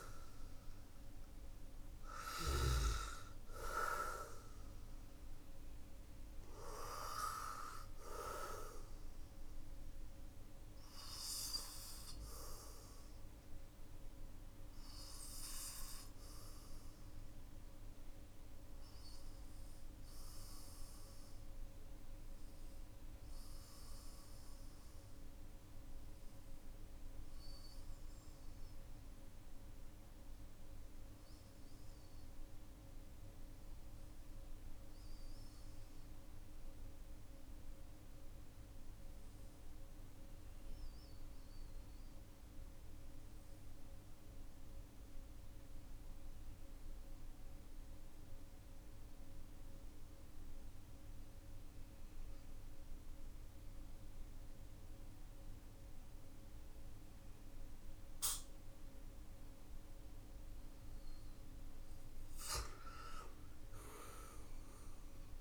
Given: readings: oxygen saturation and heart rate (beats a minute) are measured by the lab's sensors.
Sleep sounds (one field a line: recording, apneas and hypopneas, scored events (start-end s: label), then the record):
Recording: breathing in sleep by a room microphone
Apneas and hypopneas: 1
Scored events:
0.00-36.00 s: oxygen desaturation (device-marked, oxygen 91% lowest, heart rate 45 extreme)
10.00-59.00 s: obstructive apnea (oxygen 98% before, 90% lowest, heart rate 54 before, 45 extreme, up 9 after)
51.00-65.41 s: new sleep stage, N1 (lightest sleep)
53.00-65.41 s: oxygen desaturation (device-marked, oxygen 99% before, 90% lowest, heart rate 51 before, 41 extreme)
62.00-65.41 s: arousal
From the record:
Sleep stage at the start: N2 (light sleep)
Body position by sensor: on the back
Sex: male